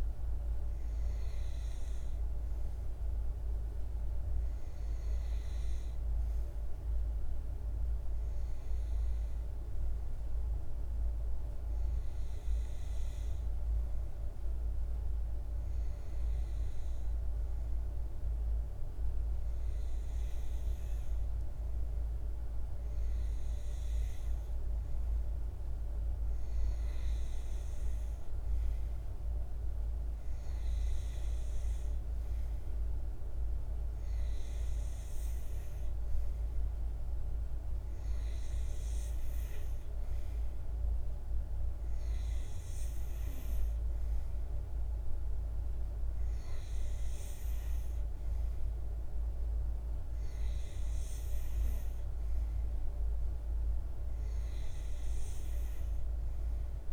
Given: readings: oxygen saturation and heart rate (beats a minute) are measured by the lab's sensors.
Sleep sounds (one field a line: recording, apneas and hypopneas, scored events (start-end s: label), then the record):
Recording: breathing in sleep, hard to hear, by a room microphone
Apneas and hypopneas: none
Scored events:
none scored
From the record:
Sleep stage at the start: N2 (light sleep)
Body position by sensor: on the back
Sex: male